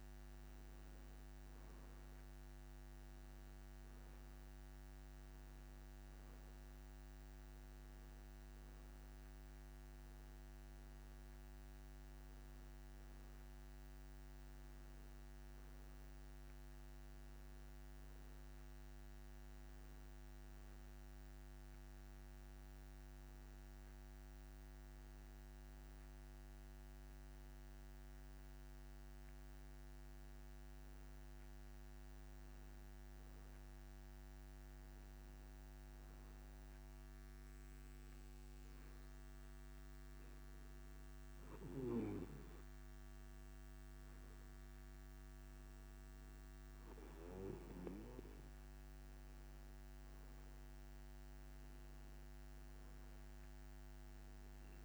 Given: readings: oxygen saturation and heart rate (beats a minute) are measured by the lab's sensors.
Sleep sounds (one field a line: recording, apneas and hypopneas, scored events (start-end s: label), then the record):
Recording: breathing in sleep, hard to hear, by a microphone on the trachea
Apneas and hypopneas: none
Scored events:
none scored
From the record:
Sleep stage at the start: N2 (light sleep)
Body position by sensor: on the back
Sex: male